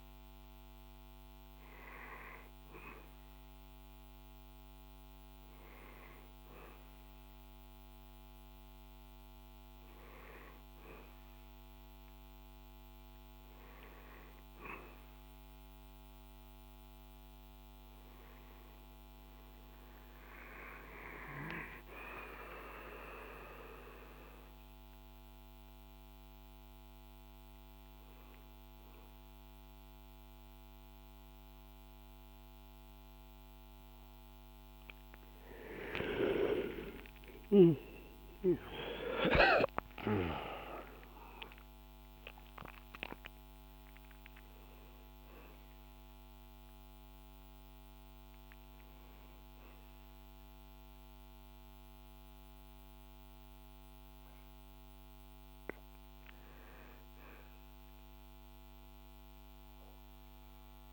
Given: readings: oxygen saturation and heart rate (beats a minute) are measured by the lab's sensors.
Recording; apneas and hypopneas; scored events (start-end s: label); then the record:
a person awake in a sleep study, by a microphone on the trachea; none
none scored
From the record:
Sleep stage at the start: awake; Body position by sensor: on the back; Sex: male